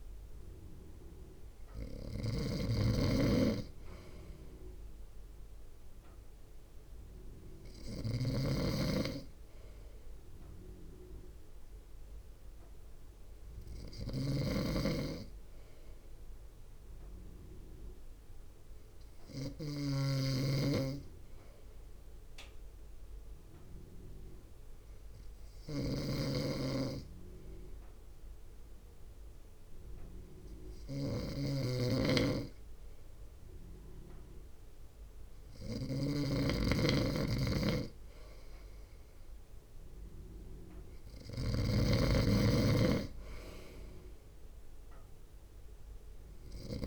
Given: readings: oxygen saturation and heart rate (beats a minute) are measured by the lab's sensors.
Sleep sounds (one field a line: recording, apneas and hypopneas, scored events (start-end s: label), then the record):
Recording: breathing in sleep by a room microphone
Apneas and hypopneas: 1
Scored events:
0.00-46.86 s: snoring (device-marked)
19.00-32.50 s: hypopnea (oxygen 96% before, 94% lowest, heart rate 57 before, 56 extreme, up 2 after)
35.00-39.00 s: arousal
40.00-46.86 s: drop in pulse transit time (device-marked, heart rate 59 before, 56 extreme)
From the record:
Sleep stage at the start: N2 (light sleep)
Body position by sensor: on the front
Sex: male